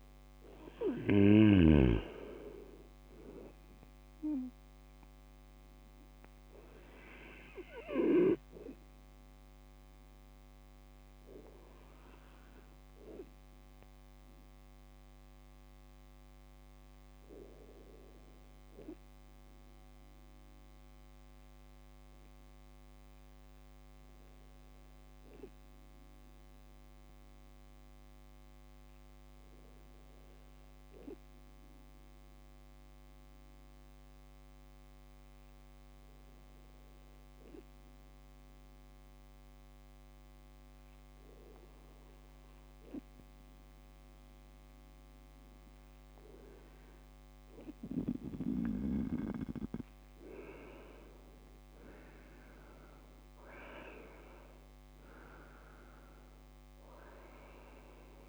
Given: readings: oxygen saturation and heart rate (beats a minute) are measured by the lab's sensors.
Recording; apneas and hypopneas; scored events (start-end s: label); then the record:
breathing in sleep by a microphone on the trachea; 1
0.00-1.50 s: snoring (device-marked)
0.00-12.00 s: oxygen desaturation (device-marked, oxygen 96% lowest, heart rate 62 extreme)
15.50-45.00 s: hypopnea (oxygen 99% before, 95% lowest, heart rate 65 before, 56 extreme, up 1 after)
48.00-52.50 s: arousal
From the record:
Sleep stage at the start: N2 (light sleep); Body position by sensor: on the right side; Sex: male